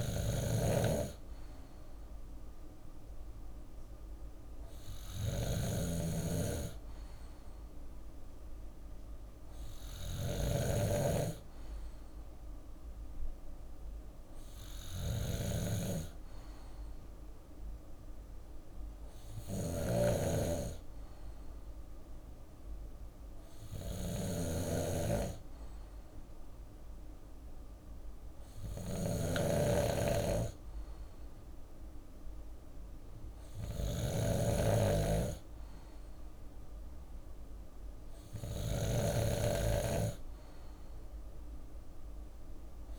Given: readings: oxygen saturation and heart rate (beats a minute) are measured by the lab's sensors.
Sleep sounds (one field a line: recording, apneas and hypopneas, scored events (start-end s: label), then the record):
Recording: breathing in sleep by a room microphone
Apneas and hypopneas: none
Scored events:
0.00-42.99 s: snoring (device-marked)
From the record:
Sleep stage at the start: N2 (light sleep)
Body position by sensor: on the left side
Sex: male